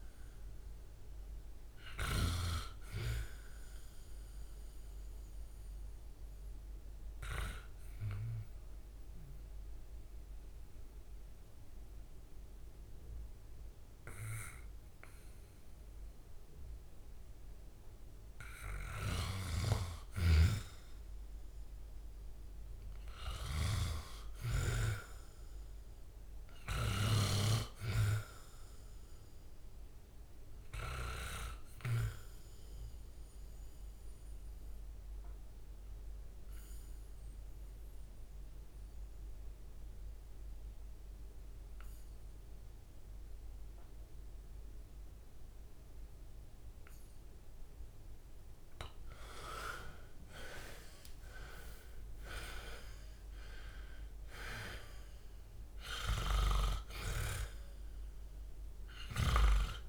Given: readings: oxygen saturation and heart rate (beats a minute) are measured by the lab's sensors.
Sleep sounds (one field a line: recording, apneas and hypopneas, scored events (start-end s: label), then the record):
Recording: breathing in sleep by a room microphone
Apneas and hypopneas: 2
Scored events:
5.50-18.00 s: obstructive apnea (oxygen 97% before, 88% lowest, heart rate 69 before, 63 extreme, up 5 after)
20.50-25.00 s: arousal
33.00-47.00 s: obstructive apnea (oxygen 99% before, 88% lowest, heart rate 67 before, 59 extreme, up 16 after)
34.50-47.50 s: oxygen desaturation (device-marked, oxygen 99% before, 93% lowest, heart rate 67 before, 59 extreme)
49.50-53.00 s: arousal
57.50-59.89 s: oxygen desaturation (device-marked, oxygen 98% before, 88% lowest, heart rate 69 before, 59 extreme)
From the record:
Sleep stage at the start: N2 (light sleep)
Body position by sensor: on the back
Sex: male